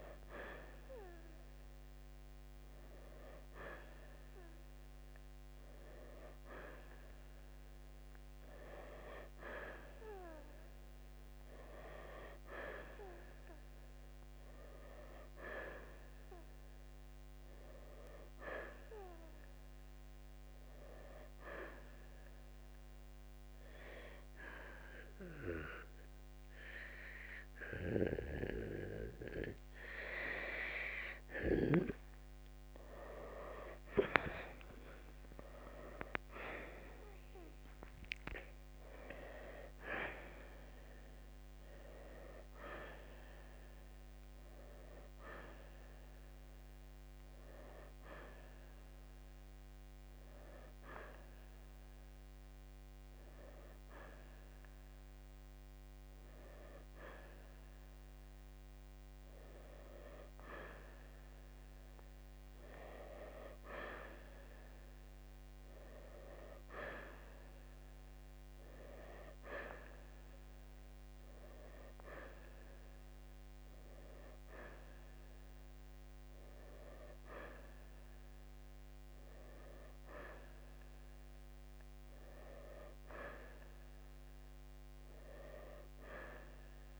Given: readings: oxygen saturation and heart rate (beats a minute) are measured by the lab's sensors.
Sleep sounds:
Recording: breathing in sleep by a microphone on the trachea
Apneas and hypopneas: 1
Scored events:
3.50-87.00 s: new sleep stage, N2 (light sleep)
13.50-17.00 s: arousal
20.50-31.00 s: hypopnea (oxygen 95% before, 86% lowest, heart rate 67 before, 59 extreme, up 10 after)
34.00-38.00 s: arousal
44.50-64.50 s: oxygen desaturation (device-marked, oxygen 92% before, 86% lowest, heart rate 65 before, 59 extreme)
63.50-67.50 s: arousal
From the record:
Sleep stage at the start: N1 (lightest sleep)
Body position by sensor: on the right side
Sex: male

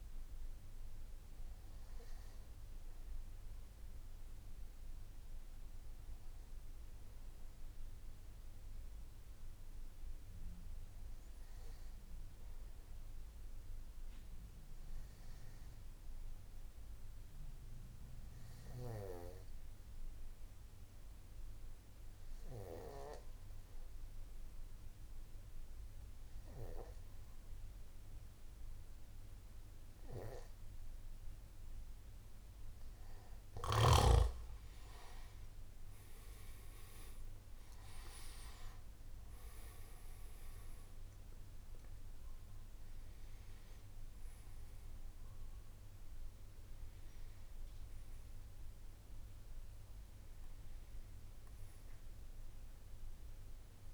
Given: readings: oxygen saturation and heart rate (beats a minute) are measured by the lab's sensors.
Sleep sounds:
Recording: breathing in sleep by a room microphone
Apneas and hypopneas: 1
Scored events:
17.00-32.50 s: obstructive apnea (oxygen 97% before, 88% lowest, heart rate 54 before, 54 extreme, up 10 after)
35.50-53.94 s: oxygen desaturation (device-marked, oxygen 96% before, 88% lowest, heart rate 55 before, 54 extreme)
From the record:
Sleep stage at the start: N3 (deep sleep)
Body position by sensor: on the back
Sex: male

